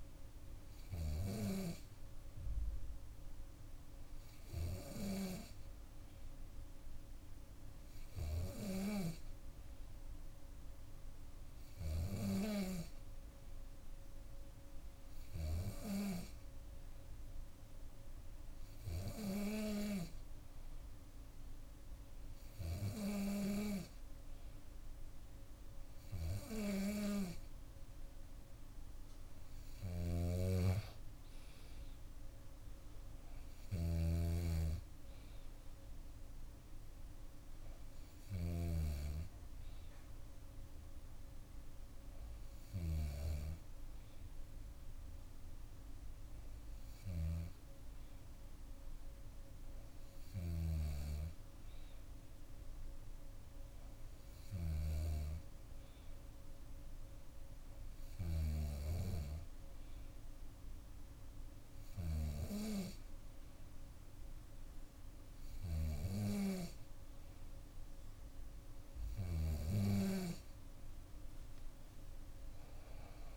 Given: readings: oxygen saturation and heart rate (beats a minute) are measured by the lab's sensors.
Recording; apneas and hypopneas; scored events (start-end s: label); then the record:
breathing in sleep by a room microphone; none
29.50-38.50 s: snoring (device-marked)
71.00-73.37 s: arousal
From the record:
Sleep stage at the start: N2 (light sleep); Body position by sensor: on the back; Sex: female